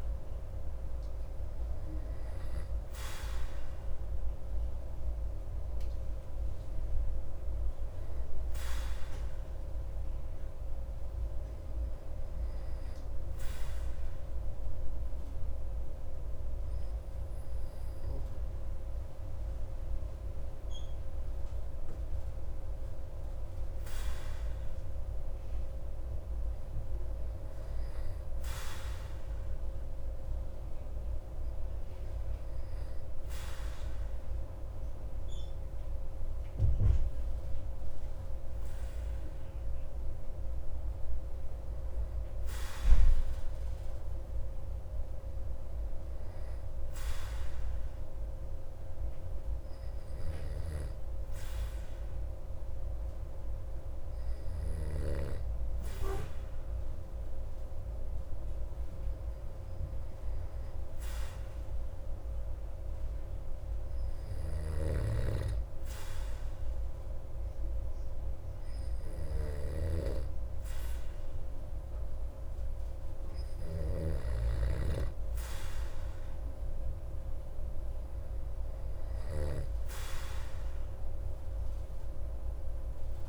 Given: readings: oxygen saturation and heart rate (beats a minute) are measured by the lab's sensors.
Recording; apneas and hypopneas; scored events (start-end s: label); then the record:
breathing in sleep by a room microphone; 2
11.50-23.50 s: obstructive apnea (oxygen 95% before, 92% lowest)
26.00-30.50 s: arousal
46.00-69.00 s: hypopnea (oxygen 97% before, 94% lowest)
65.00-74.00 s: snoring (device-marked)
From the record:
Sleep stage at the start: N2 (light sleep); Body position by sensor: on the back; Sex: male